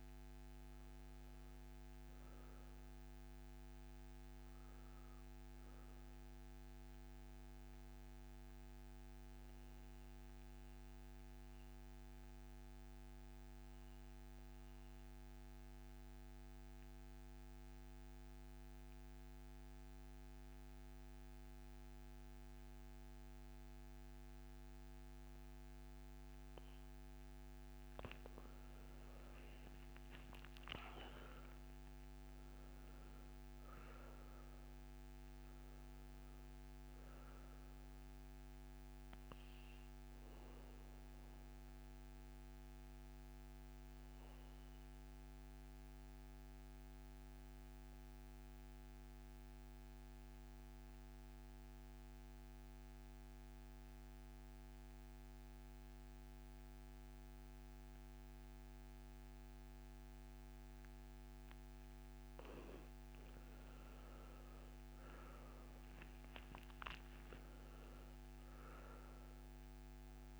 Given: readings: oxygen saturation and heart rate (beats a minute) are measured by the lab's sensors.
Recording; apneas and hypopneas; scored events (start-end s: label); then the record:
breathing in sleep, hard to hear, by a microphone on the trachea; 2
0.00-9.50 s: oxygen desaturation (device-marked, oxygen 85% lowest, heart rate 63 extreme)
8.00-27.00 s: obstructive apnea (oxygen 98% before, 84% lowest, heart rate 77 before, 63 extreme, up 12 after)
29.50-32.50 s: arousal
29.50-47.50 s: oxygen desaturation (device-marked, oxygen 98% before, 88% lowest, heart rate 65 before, 64 extreme)
41.00-62.00 s: obstructive apnea (oxygen 100% before, 84% lowest, heart rate 70 before, 64 extreme, up 13 after)
61.50-70.40 s: oxygen desaturation (device-marked, oxygen 98% before, 84% lowest, heart rate 67 before, 68 extreme)
63.50-67.50 s: arousal
From the record:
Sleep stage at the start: N2 (light sleep); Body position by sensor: on the back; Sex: male